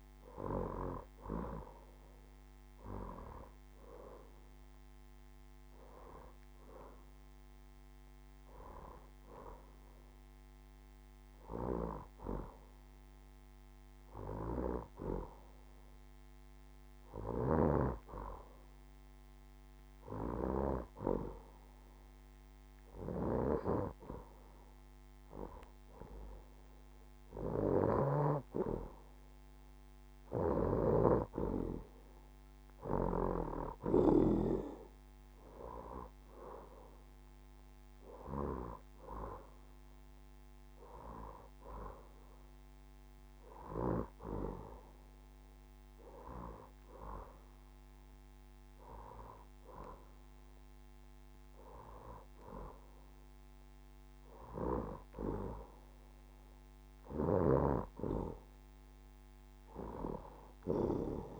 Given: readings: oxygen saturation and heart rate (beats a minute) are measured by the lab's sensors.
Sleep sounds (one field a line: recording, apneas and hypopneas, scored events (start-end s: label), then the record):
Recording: breathing in sleep by a microphone on the trachea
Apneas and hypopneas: 1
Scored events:
18.00-30.00 s: hypopnea (oxygen 90% before, 87% lowest, heart rate 74 before, 69 extreme, up 6 after)
32.00-36.50 s: arousal
42.00-52.00 s: oxygen desaturation (device-marked, oxygen 91% before, 87% lowest, heart rate 73 before, 71 extreme)
From the record:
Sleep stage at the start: N2 (light sleep)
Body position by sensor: on the left side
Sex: female